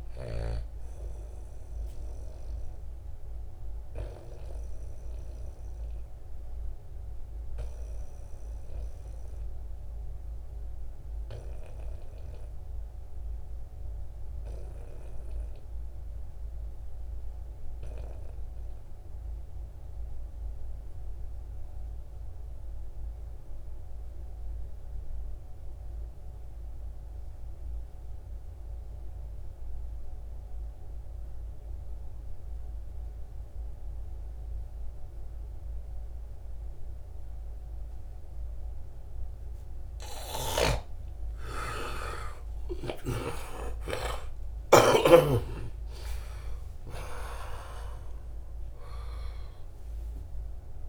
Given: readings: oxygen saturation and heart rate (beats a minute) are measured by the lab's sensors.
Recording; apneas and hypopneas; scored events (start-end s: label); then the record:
breathing in sleep by a room microphone; 1
0.00-4.50 s: oxygen desaturation (device-marked, oxygen 85% lowest, heart rate 59 extreme)
1.00-38.50 s: obstructive apnea (oxygen 95% before, 83% lowest, heart rate 80 before, 58 extreme, up 14 after)
21.50-47.50 s: oxygen desaturation (device-marked, oxygen 96% before, 86% lowest, heart rate 69 before, 58 extreme)
28.50-37.50 s: bradycardia (device-marked, heart rate 73 before, 58 extreme)
41.50-47.00 s: arousal
From the record:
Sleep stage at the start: N2 (light sleep); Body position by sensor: on the back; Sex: male